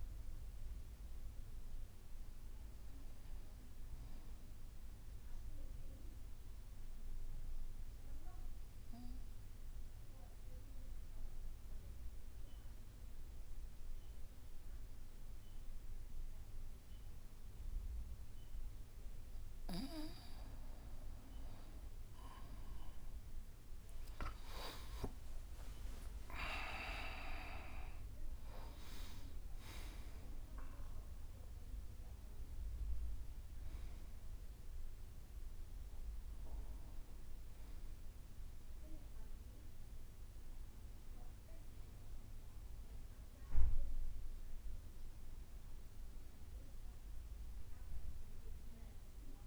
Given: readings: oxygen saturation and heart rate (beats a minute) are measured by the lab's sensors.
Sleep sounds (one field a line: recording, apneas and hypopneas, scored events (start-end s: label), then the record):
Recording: breathing in sleep by a room microphone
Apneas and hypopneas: 1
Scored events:
5.50-20.00 s: obstructive apnea (oxygen 94% before, 91% lowest, heart rate 56 before, 52 extreme, up 8 after)
22.00-26.50 s: arousal
24.00-28.00 s: leg movement (device-marked)
38.50-49.47 s: new sleep stage, REM sleep
45.50-49.47 s: oxygen desaturation (device-marked, oxygen 94% before, 91% lowest, heart rate 59 before, 52 extreme)
From the record:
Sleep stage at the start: N2 (light sleep)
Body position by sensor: on the back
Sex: male